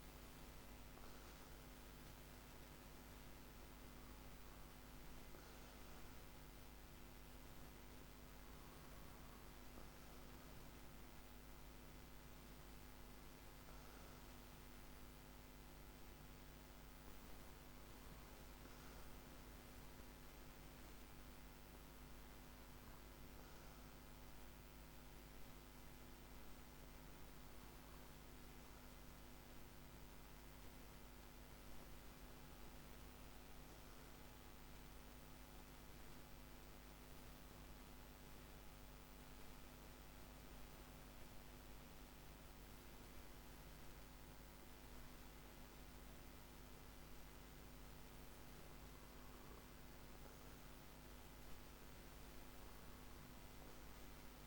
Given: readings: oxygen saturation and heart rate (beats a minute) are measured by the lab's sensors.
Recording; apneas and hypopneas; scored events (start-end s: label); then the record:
a person partly awake in a sleep study, hard to hear, by a microphone on the trachea; 1
9.50-39.50 s: new sleep stage, N1 (lightest sleep)
33.00-45.50 s: hypopnea (oxygen 95% before, 92% lowest, heart rate 54 before, 54 extreme, up 3 after)
39.50-54.47 s: new sleep stage, N2 (light sleep)
48.50-53.00 s: arousal
From the record:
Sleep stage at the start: awake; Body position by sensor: on the back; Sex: male